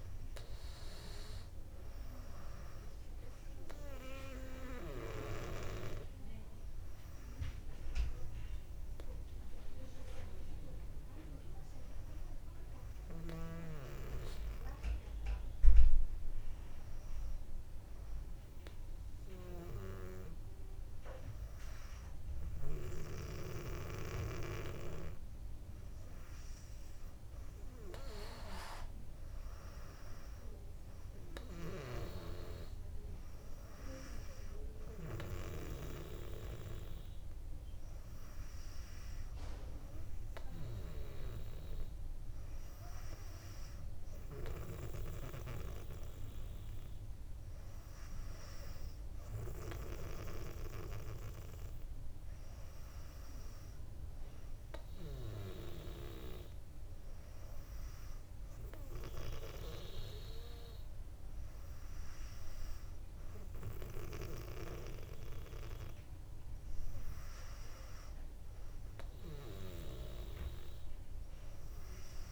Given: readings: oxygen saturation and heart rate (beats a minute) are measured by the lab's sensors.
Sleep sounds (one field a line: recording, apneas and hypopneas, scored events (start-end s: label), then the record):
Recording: breathing in sleep by a room microphone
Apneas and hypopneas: none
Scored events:
0.00-1.00 s: arousal
2.50-19.50 s: oxygen desaturation (device-marked, oxygen 99% before, 95% lowest, heart rate 60 before, 60 extreme)
From the record:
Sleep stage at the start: N2 (light sleep)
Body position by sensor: on the back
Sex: female